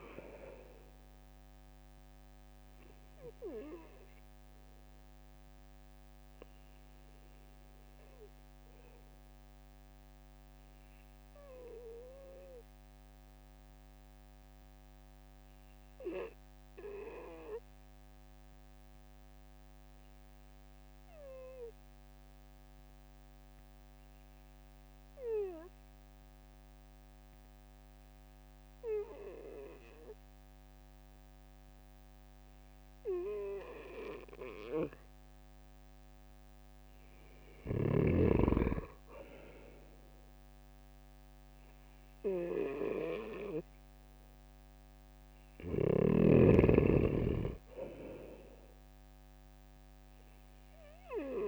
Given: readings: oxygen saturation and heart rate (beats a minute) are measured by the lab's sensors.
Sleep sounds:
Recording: breathing in sleep by a microphone on the trachea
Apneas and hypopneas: 1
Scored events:
4.50-17.50 s: oxygen desaturation (device-marked, oxygen 95% before, 92% lowest, heart rate 68 before, 65 extreme)
5.50-35.50 s: obstructive apnea (oxygen 96% before, 92% lowest, heart rate 68 before, 65 extreme, up 0 after)
41.50-45.50 s: arousal
48.50-51.48 s: oxygen desaturation (device-marked, oxygen 97% before, 93% lowest, heart rate 67 before, 66 extreme)
From the record:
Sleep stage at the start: N2 (light sleep)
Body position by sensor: on the right side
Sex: male

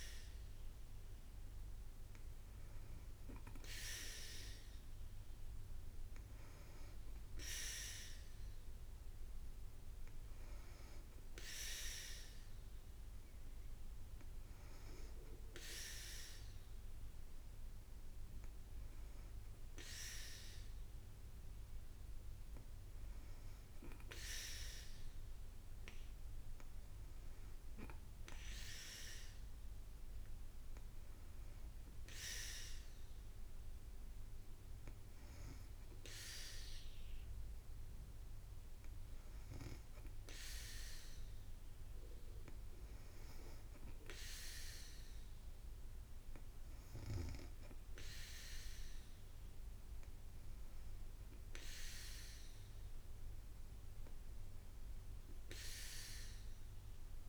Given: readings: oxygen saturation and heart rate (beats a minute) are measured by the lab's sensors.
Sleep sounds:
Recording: breathing in sleep by a room microphone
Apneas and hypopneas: none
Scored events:
none scored
From the record:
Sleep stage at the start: N2 (light sleep)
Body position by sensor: on the back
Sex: female

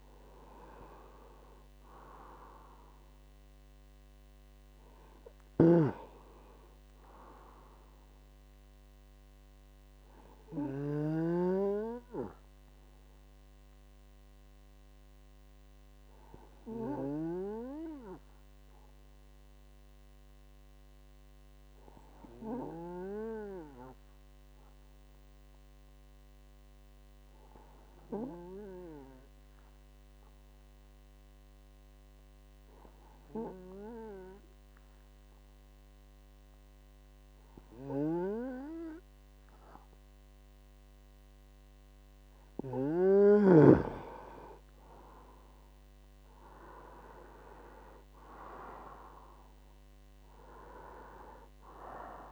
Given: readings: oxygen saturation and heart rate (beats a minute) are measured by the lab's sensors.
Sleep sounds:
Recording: breathing in sleep by a microphone on the trachea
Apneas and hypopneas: 1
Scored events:
5.50-11.50 s: snoring (device-marked)
16.00-41.50 s: hypopnea (oxygen 98% before, 93% lowest, heart rate 63 before, 49 extreme, up 13 after)
39.00-52.32 s: oxygen desaturation (device-marked, oxygen 98% before, 93% lowest, heart rate 75 before, 49 extreme)
44.50-48.50 s: arousal
From the record:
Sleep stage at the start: N2 (light sleep)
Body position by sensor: on the right side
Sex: male

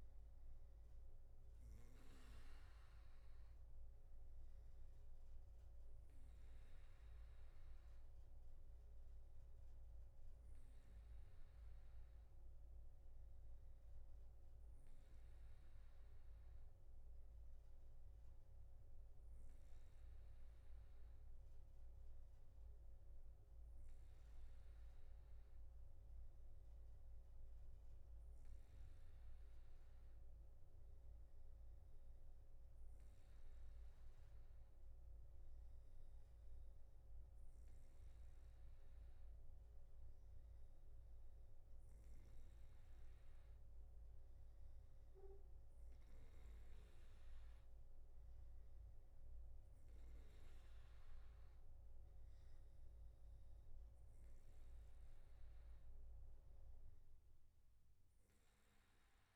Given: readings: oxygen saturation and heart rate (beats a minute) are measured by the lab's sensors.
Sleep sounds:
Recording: breathing in sleep, hard to hear, by a room microphone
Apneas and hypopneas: none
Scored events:
none scored
From the record:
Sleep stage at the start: N3 (deep sleep)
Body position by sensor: on the back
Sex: male

